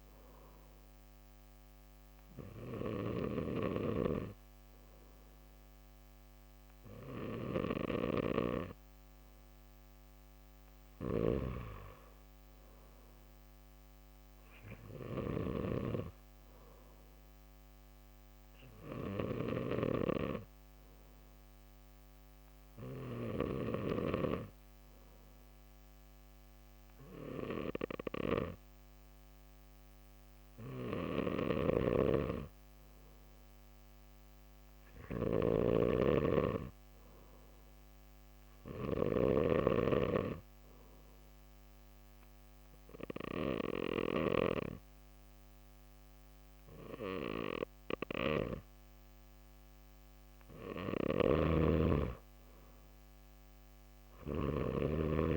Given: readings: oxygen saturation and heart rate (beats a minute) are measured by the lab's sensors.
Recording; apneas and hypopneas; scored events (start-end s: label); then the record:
breathing in sleep by a microphone on the trachea; 1
0.00-15.00 s: snoring (device-marked)
31.00-44.00 s: snoring (device-marked)
38.50-50.00 s: obstructive apnea (oxygen 96% before, 91% lowest, heart rate 107 before, 56 extreme, up 58 after)
50.50-55.37 s: snoring (device-marked)
51.50-55.37 s: arousal
From the record:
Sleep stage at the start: N2 (light sleep); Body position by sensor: on the back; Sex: male